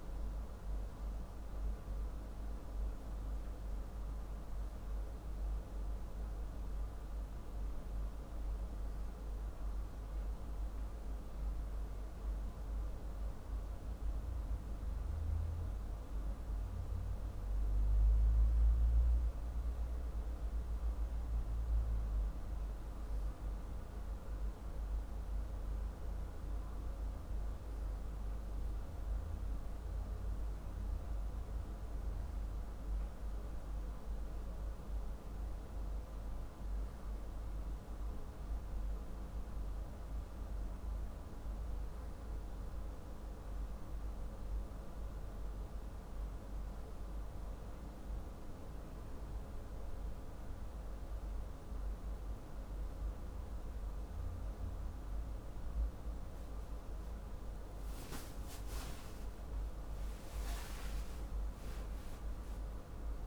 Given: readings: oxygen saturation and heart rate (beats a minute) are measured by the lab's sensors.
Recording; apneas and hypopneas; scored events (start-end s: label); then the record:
breathing in sleep, hard to hear, by a room microphone; none
none scored
From the record:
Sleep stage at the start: N2 (light sleep); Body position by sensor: on the back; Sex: male